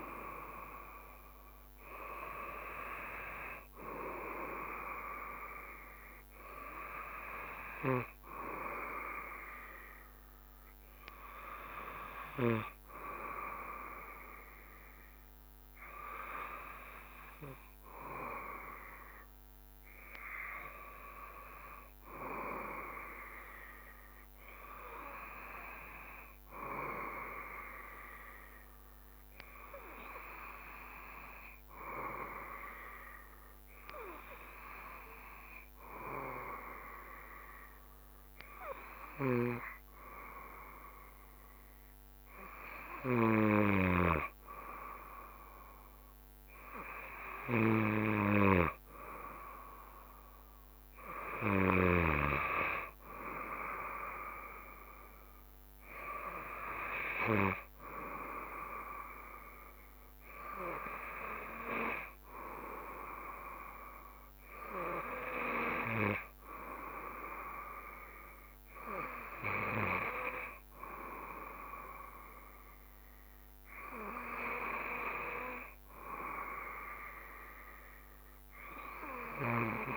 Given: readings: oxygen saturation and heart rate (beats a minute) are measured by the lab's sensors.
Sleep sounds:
breathing in sleep by a microphone on the trachea; 1
0.00-2.50 s: drop in pulse transit time (device-marked, heart rate 68 extreme)
0.00-10.50 s: oxygen desaturation (device-marked, oxygen 91% lowest, heart rate 64 extreme)
14.50-17.50 s: arousal
20.00-43.00 s: obstructive apnea (oxygen 95% before, 94% lowest, heart rate 69 before, 64 extreme, up 6 after)
41.50-57.50 s: drop in pulse transit time (device-marked, heart rate 67 before, 69 extreme)
45.00-48.00 s: arousal
From the record:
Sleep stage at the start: N2 (light sleep); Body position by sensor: on the back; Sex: male

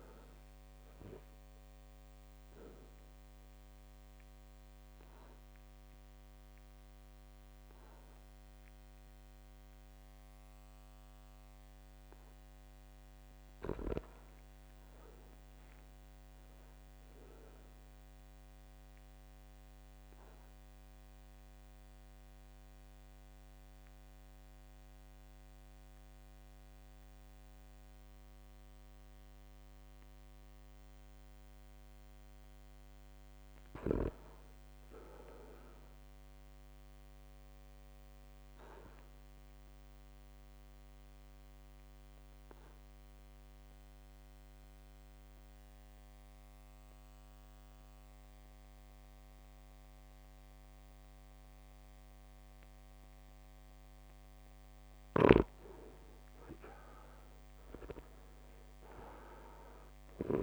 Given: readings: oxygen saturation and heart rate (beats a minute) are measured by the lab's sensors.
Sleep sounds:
breathing in sleep by a microphone on the trachea; 3
0.00-2.50 s: drop in pulse transit time (device-marked, heart rate 59 extreme)
0.00-21.50 s: oxygen desaturation (device-marked, oxygen 95% lowest, heart rate 56 extreme)
2.00-13.00 s: obstructive apnea (oxygen 100% before, 95% lowest, heart rate 62 before, 56 extreme, up 3 after)
14.00-16.00 s: arousal
18.50-32.00 s: obstructive apnea (oxygen 99% before, 95% lowest, heart rate 60 before, 56 extreme, up 4 after)
30.50-60.42 s: new sleep stage, N2 (light sleep)
33.00-35.50 s: arousal
37.50-52.50 s: obstructive apnea (oxygen 100% before, 95% lowest, heart rate 58 before, 57 extreme, up 4 after)
55.00-60.42 s: snoring (device-marked)
56.00-59.00 s: arousal
56.50-60.42 s: drop in pulse transit time (device-marked, heart rate 58 before, 60 extreme)
From the record:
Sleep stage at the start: REM sleep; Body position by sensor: on the back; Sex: male

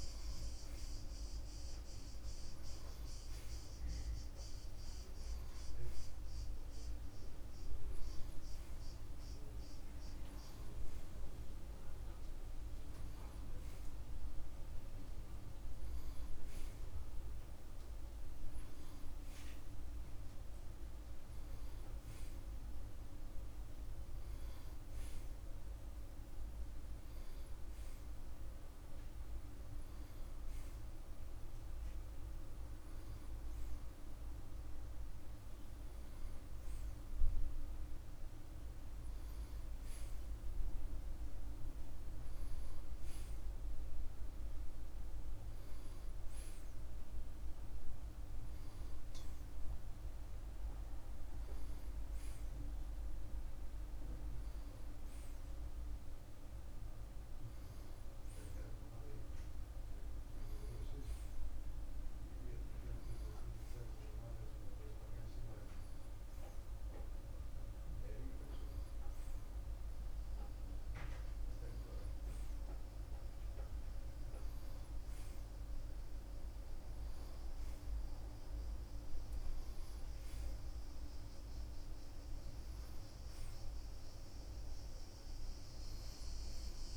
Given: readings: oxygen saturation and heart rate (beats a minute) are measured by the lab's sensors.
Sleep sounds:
breathing in sleep, hard to hear, by a room microphone; none
none scored
From the record:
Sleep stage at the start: N1 (lightest sleep); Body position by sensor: on the front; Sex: male

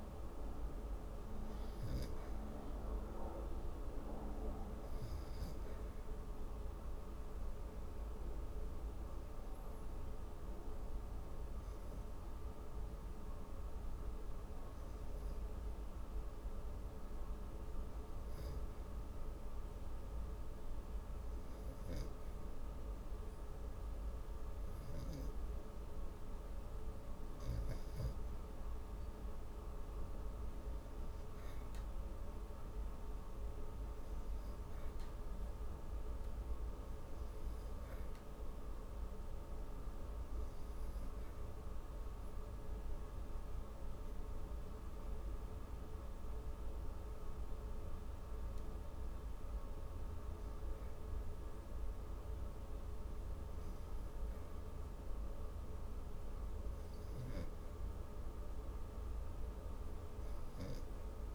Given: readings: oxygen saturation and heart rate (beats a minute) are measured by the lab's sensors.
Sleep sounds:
breathing in sleep, hard to hear, by a room microphone; 1
5.00-24.00 s: hypopnea (oxygen 97% before, 89% lowest)
20.50-37.50 s: oxygen desaturation (device-marked, oxygen 96% before, 93% lowest)
25.00-28.50 s: arousal
44.50-56.50 s: oxygen desaturation (device-marked, oxygen 95% before, 89% lowest)
58.50-61.35 s: arousal
From the record:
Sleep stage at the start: REM sleep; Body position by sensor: on the back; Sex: female

